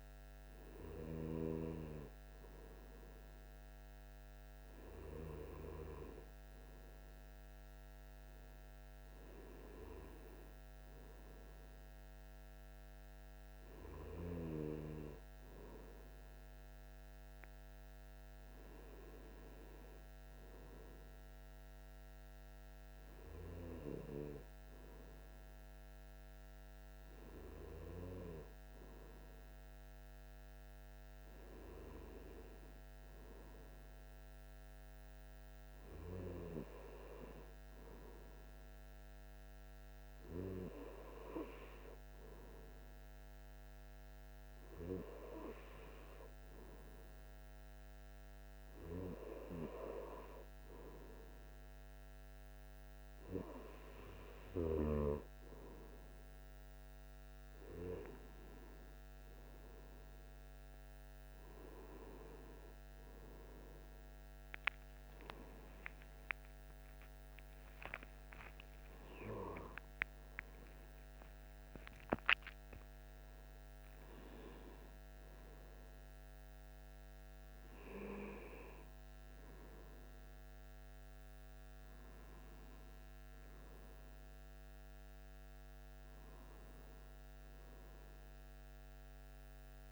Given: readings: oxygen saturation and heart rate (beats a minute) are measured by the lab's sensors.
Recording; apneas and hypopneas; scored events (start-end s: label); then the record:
breathing in sleep by a microphone on the trachea; none
57.50-89.92 s: new sleep stage, N1 (lightest sleep)
67.50-73.00 s: arousal
From the record:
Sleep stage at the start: N2 (light sleep); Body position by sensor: on the right side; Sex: male